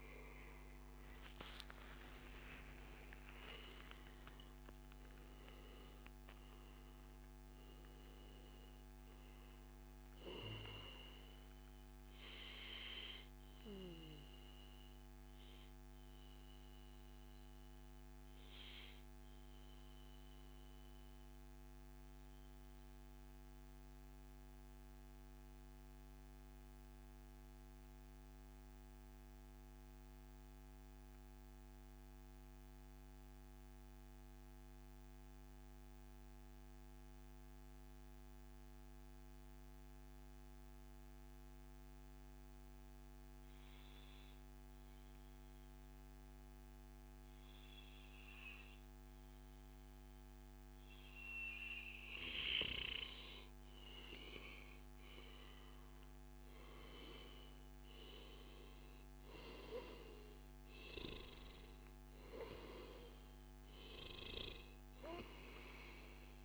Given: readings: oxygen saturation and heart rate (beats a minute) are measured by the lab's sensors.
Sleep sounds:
breathing in sleep by a microphone on the trachea; 1
0.50-4.00 s: arousal
10.50-19.50 s: oxygen desaturation (device-marked, oxygen 96% before, 92% lowest, heart rate 141 before, 88 extreme)
17.00-50.50 s: mixed apnea (oxygen 97% before, 91% lowest, heart rate 141 before, 79 extreme, up 36 after)
31.00-33.00 s: long interval between heartbeats (device-marked, heart rate 141 before, 106 extreme)
33.00-35.00 s: long interval between heartbeats (device-marked, heart rate 138 before, 89 extreme)
35.50-37.50 s: long interval between heartbeats (device-marked, heart rate 131 before, 91 extreme)
41.50-43.50 s: long interval between heartbeats (device-marked, heart rate 120 before, 107 extreme)
50.50-66.45 s: oxygen desaturation (device-marked, oxygen 98% before, 91% lowest, heart rate 99 before, 93 extreme)
53.50-58.50 s: arousal
56.00-58.00 s: long interval between heartbeats (device-marked, heart rate 102 before, 104 extreme)
From the record:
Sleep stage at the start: N2 (light sleep); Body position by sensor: on the back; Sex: male

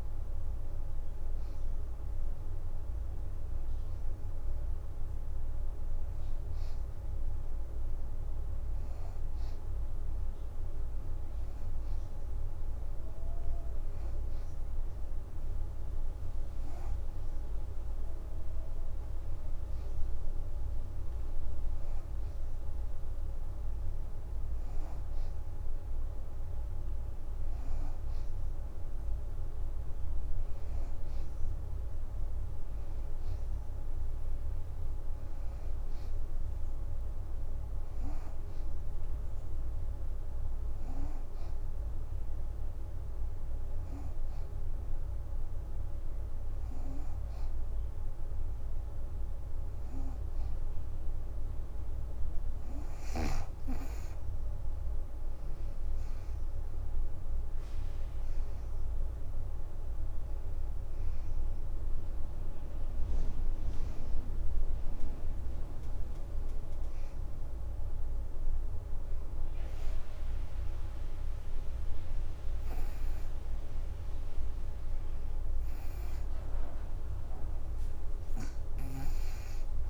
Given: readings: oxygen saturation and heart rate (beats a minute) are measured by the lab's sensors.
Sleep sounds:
breathing in sleep, hard to hear, by a room microphone; 1
0.00-2.50 s: leg movement (device-marked)
23.00-25.50 s: leg movement (device-marked)
27.50-32.50 s: arousal
30.00-32.00 s: leg movement (device-marked)
39.00-50.00 s: hypopnea (oxygen 90% before, 84% lowest, heart rate 60 before, 53 extreme, up 3 after)
53.50-54.50 s: leg movement (device-marked)
53.50-77.50 s: oxygen desaturation (device-marked, oxygen 90% before, 84% lowest, heart rate 65 before, 44 extreme)
55.00-60.50 s: arousal
56.00-57.00 s: leg movement (device-marked)
76.00-78.00 s: leg movement (device-marked)
From the record:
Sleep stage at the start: N2 (light sleep); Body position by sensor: on the right side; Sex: female

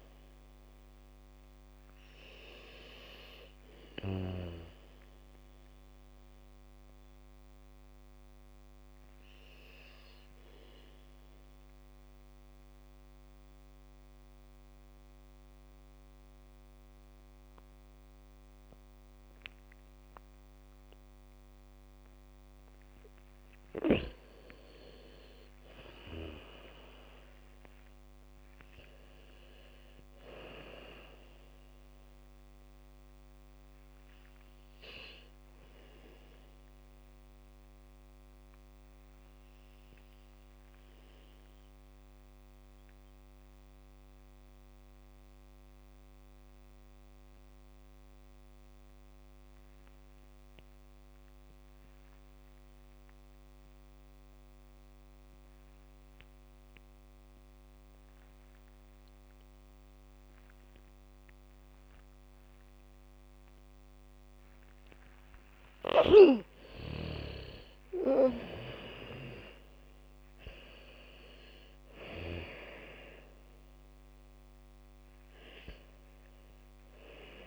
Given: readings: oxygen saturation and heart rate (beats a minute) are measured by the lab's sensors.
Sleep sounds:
breathing in sleep by a microphone on the trachea; 2
0.00-14.00 s: oxygen desaturation (device-marked, oxygen 85% lowest, heart rate 66 extreme)
9.00-24.00 s: central apnea (oxygen 99% before, 84% lowest, heart rate 76 before, 77 extreme, up 5 after)
25.50-29.50 s: arousal
32.00-43.00 s: oxygen desaturation (device-marked, oxygen 98% before, 93% lowest, heart rate 81 before, 66 extreme)
39.50-65.00 s: mixed apnea (oxygen 99% before, 84% lowest, heart rate 83 before, 46 extreme)
56.00-77.47 s: oxygen desaturation (device-marked, oxygen 99% before, 84% lowest, heart rate 82 before, 46 extreme)
66.00-70.00 s: bradycardia (device-marked, heart rate 73 before, 46 extreme)
67.00-71.50 s: arousal
From the record:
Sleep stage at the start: N2 (light sleep); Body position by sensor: on the back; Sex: female

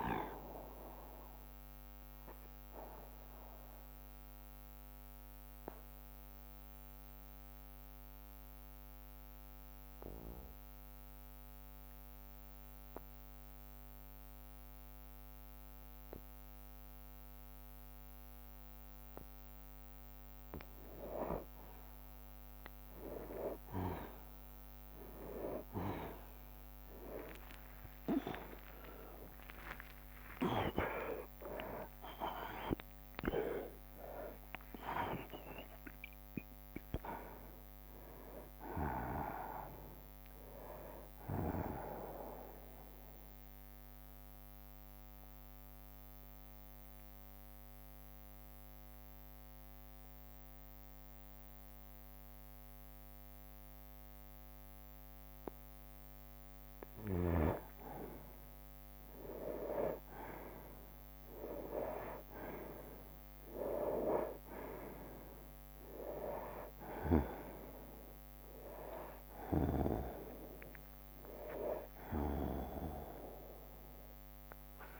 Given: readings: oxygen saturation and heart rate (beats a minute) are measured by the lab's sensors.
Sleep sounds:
breathing in sleep by a microphone on the trachea; 2
0.00-3.50 s: drop in pulse transit time (device-marked, heart rate 63 extreme)
0.00-18.50 s: oxygen desaturation (device-marked, oxygen 90% lowest, heart rate 50 extreme)
1.00-3.00 s: long interval between heartbeats (device-marked, heart rate 62 before, 70 extreme)
1.50-5.50 s: bradycardia (device-marked, heart rate 63 before, 59 extreme)
2.00-19.00 s: obstructive apnea (oxygen 98% before, 90% lowest, heart rate 63 before, 50 extreme, up 29 after)
11.50-18.50 s: bradycardia (device-marked, heart rate 63 before, 52 extreme)
25.50-31.50 s: tachycardia (device-marked, heart rate 63 before, 138 extreme)
25.50-56.50 s: oxygen desaturation (device-marked, oxygen 97% before, 90% lowest, heart rate 57 before, 49 extreme)
27.00-29.00 s: long interval between heartbeats (device-marked, heart rate 57 before, 79 extreme)
27.00-31.50 s: arousal
28.50-42.50 s: drop in pulse transit time (device-marked, heart rate 60 before, 76 extreme)
31.00-33.00 s: long interval between heartbeats (device-marked, heart rate 67 before, 131 extreme)
34.50-36.50 s: long interval between heartbeats (device-marked, heart rate 80 before, 77 extreme)
36.50-66.50 s: new sleep stage, N1 (lightest sleep)
42.00-56.00 s: obstructive apnea (oxygen 97% before, 90% lowest, heart rate 90 before, 49 extreme, up 0 after)
55.50-63.50 s: bradycardia (device-marked, heart rate 64 before, 49 extreme)
59.00-62.50 s: arousal
66.50-75.00 s: new sleep stage, N2 (light sleep)
67.00-69.00 s: long interval between heartbeats (device-marked, heart rate 59 before, 66 extreme)
69.50-75.00 s: oxygen desaturation (device-marked, oxygen 98% before, 91% lowest, heart rate 59 before, 60 extreme)
From the record:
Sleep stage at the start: N2 (light sleep); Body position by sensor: on the right side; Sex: male

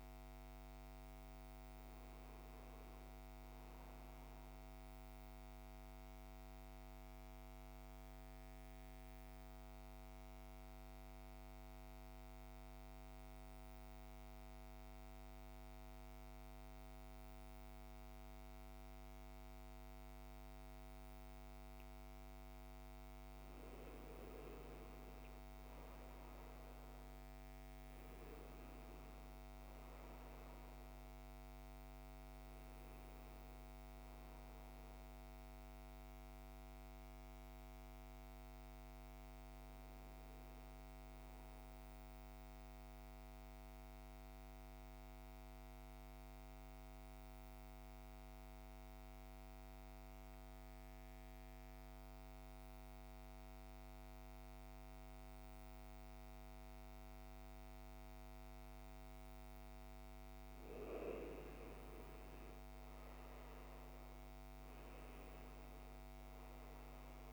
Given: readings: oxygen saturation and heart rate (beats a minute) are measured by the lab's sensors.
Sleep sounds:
breathing in sleep, hard to hear, by a microphone on the trachea; 2
0.00-11.00 s: oxygen desaturation (device-marked, oxygen 91% lowest, heart rate 58 extreme)
5.00-22.00 s: obstructive apnea (oxygen 97% before, 86% lowest, heart rate 61 before, 58 extreme, up 3 after)
24.00-67.33 s: new sleep stage, N2 (light sleep)
25.00-30.00 s: arousal
35.00-42.00 s: oxygen desaturation (device-marked, oxygen 96% before, 89% lowest, heart rate 61 before, 55 extreme)
41.50-59.50 s: central apnea (oxygen 98% before, 86% lowest, heart rate 61 before, 51 extreme, up 7 after)
60.00-67.33 s: oxygen desaturation (device-marked, oxygen 98% before, 86% lowest, heart rate 57 before, 51 extreme)
61.50-66.00 s: arousal
From the record:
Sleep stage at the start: N1 (lightest sleep); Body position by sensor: on the back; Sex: male

